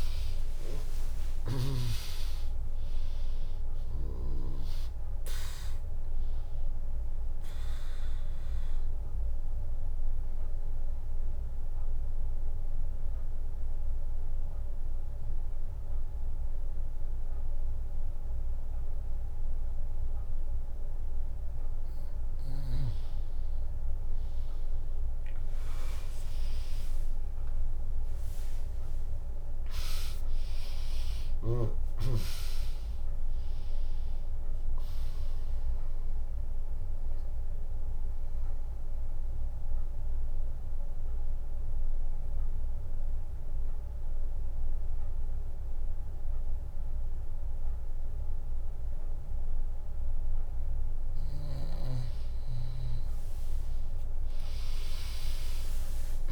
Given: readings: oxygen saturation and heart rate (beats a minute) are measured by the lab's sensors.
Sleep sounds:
breathing in sleep by a room microphone; 2
0.00-1.50 s: snoring (device-marked)
0.00-2.00 s: long interval between heartbeats (device-marked, heart rate 73 before, 80 extreme)
0.00-14.00 s: drop in pulse transit time (device-marked, heart rate 73 before, 80 extreme)
0.00-21.00 s: oxygen desaturation (device-marked, oxygen 95% lowest, heart rate 58 extreme)
1.00-3.00 s: tachycardia (device-marked, heart rate 78 before, 96 extreme)
8.00-21.50 s: obstructive apnea (oxygen 100% before, 95% lowest, heart rate 79 before, 58 extreme)
22.00-24.00 s: bradycardia (device-marked, heart rate 79 before, 66 extreme)
24.50-30.00 s: arousal
29.00-41.00 s: drop in pulse transit time (device-marked, heart rate 74 before, 71 extreme)
30.00-32.00 s: long interval between heartbeats (device-marked, heart rate 73 before, 80 extreme)
36.50-52.00 s: obstructive apnea (oxygen 100% before, 95% lowest, heart rate 75 before, 58 extreme)
51.00-54.00 s: bradycardia (device-marked, heart rate 79 before, 64 extreme)
From the record:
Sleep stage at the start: N2 (light sleep); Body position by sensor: on the back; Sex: female

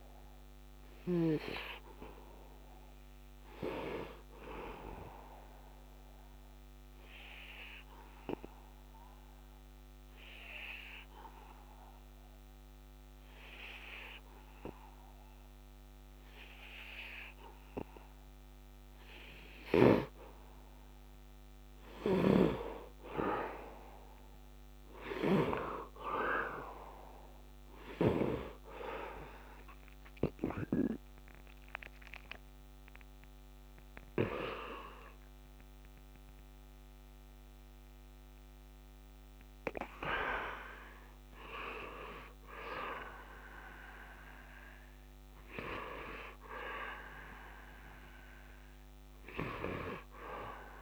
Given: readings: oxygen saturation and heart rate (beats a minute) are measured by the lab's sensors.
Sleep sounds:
breathing in sleep by a microphone on the trachea; 1
0.00-12.00 s: oxygen desaturation (device-marked, oxygen 86% lowest, heart rate 75 extreme)
4.50-20.00 s: obstructive apnea (oxygen 99% before, 86% lowest, heart rate 79 before, 75 extreme, up 7 after)
21.50-25.00 s: snoring (device-marked)
25.00-47.00 s: oxygen desaturation (device-marked, oxygen 98% before, 87% lowest)
28.50-33.00 s: arousal
39.00-50.82 s: new sleep stage, N1 (lightest sleep)
From the record:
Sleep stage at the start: N2 (light sleep); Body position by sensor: on the back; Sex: male

